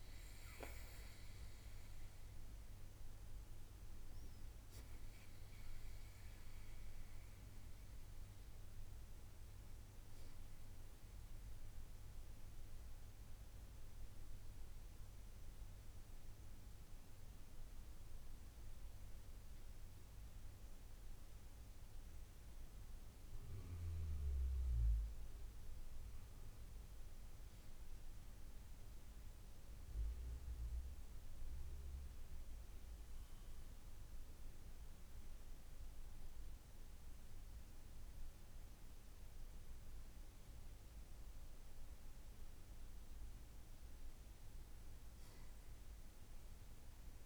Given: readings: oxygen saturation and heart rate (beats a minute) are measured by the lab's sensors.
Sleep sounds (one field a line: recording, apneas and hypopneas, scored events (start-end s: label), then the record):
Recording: breathing in sleep, hard to hear, by a room microphone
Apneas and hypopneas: 1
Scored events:
9.50-34.00 s: hypopnea (oxygen 97% before, 94% lowest, heart rate 70 before, 61 extreme, up 4 after)
36.00-39.00 s: arousal
From the record:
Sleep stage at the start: N2 (light sleep)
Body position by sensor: on the right side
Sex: male